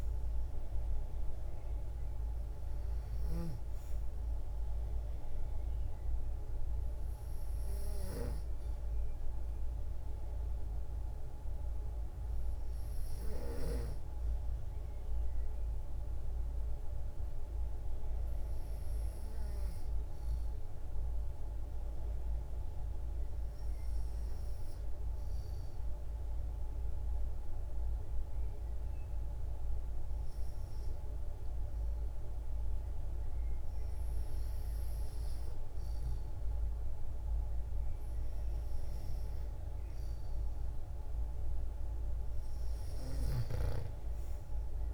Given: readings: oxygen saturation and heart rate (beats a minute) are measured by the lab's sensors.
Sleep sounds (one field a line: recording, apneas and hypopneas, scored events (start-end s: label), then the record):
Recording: breathing in sleep, hard to hear, by a room microphone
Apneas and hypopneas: 1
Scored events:
0.00-13.50 s: oxygen desaturation (device-marked, oxygen 93% lowest, heart rate 58 extreme)
15.00-36.00 s: hypopnea (oxygen 96% before, 92% lowest, heart rate 61 before, 58 extreme, up 5 after)
33.50-44.94 s: oxygen desaturation (device-marked, oxygen 95% before, 92% lowest, heart rate 59 before, 58 extreme)
37.50-41.50 s: arousal
From the record:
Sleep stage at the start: N2 (light sleep)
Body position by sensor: on the back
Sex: female